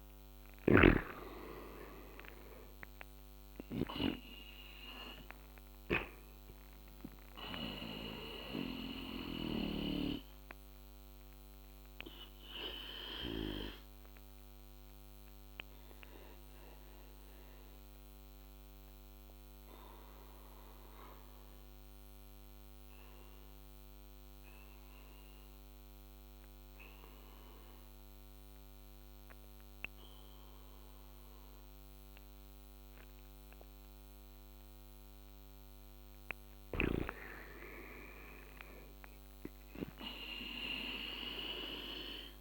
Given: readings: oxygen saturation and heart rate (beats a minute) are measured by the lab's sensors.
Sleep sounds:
breathing in sleep by a microphone on the trachea; 1
0.00-3.00 s: arousal
9.00-35.00 s: obstructive apnea (oxygen 98% before, 82% lowest, heart rate 77 before, 68 extreme, up 8 after)
10.50-39.50 s: oxygen desaturation (device-marked, oxygen 97% before, 86% lowest, heart rate 77 before, 68 extreme)
37.00-40.50 s: arousal
From the record:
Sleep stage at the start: N2 (light sleep); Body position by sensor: on the back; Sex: male

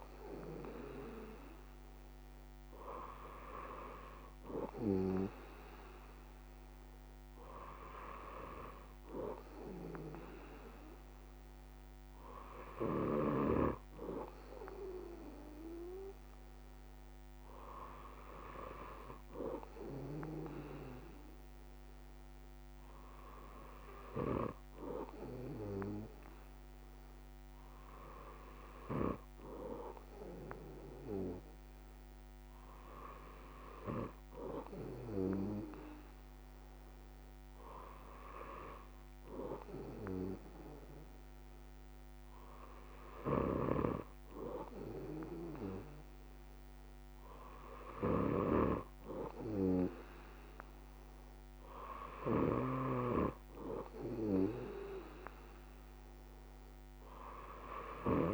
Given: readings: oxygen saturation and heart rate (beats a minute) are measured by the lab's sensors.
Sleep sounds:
breathing in sleep by a microphone on the trachea; none
none scored
From the record:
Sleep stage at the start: N3 (deep sleep); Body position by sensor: on the back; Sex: male

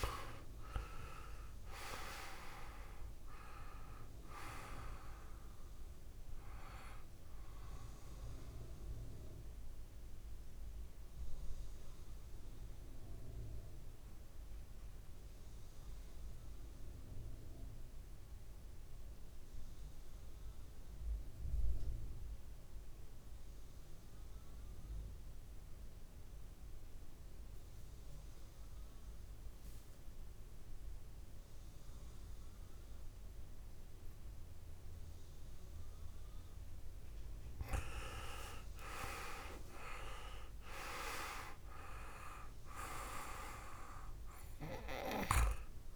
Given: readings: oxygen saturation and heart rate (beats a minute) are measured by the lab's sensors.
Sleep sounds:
breathing in sleep by a room microphone; 1
0.00-1.00 s: arousal
0.00-14.00 s: oxygen desaturation (device-marked, oxygen 88% lowest, heart rate 49 extreme)
9.50-37.00 s: mixed apnea (oxygen 98% before, 87% lowest, heart rate 64 before, 50 extreme, up 9 after)
16.00-26.00 s: oxygen desaturation (device-marked, oxygen 91% before, 88% lowest, heart rate 61 before, 55 extreme)
37.00-45.96 s: oxygen desaturation (device-marked, oxygen 100% before, 88% lowest, heart rate 57 before, 57 extreme)
38.50-42.50 s: arousal
From the record:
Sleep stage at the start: N2 (light sleep); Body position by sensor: on the back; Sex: male

